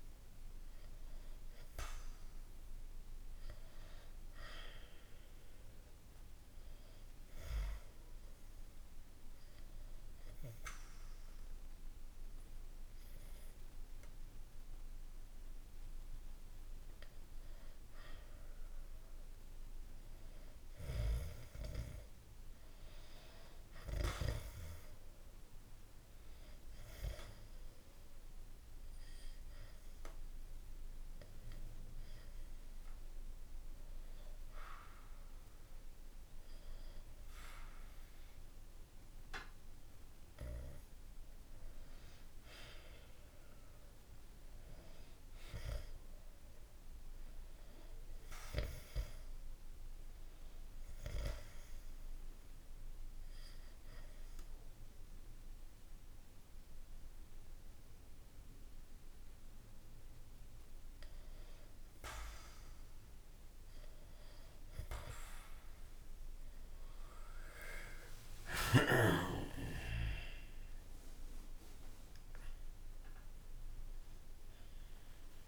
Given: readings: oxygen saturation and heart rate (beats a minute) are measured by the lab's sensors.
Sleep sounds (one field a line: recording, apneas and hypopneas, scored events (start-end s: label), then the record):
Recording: breathing in sleep by a room microphone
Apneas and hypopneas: 3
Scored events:
7.50-17.50 s: obstructive apnea (oxygen 96% before, 92% lowest, heart rate 64 before, 61 extreme, up 2 after)
20.00-24.00 s: arousal
27.00-41.00 s: obstructive apnea (oxygen 96% before, 92% lowest, heart rate 62 before, 58 extreme, up 1 after)
40.00-75.48 s: new sleep stage, N2 (light sleep)
43.00-47.00 s: arousal
51.50-62.50 s: obstructive apnea (oxygen 95% before, 91% lowest, heart rate 63 before, 55 extreme, up 5 after)
64.50-69.50 s: arousal
From the record:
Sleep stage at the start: REM sleep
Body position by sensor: on the back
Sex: male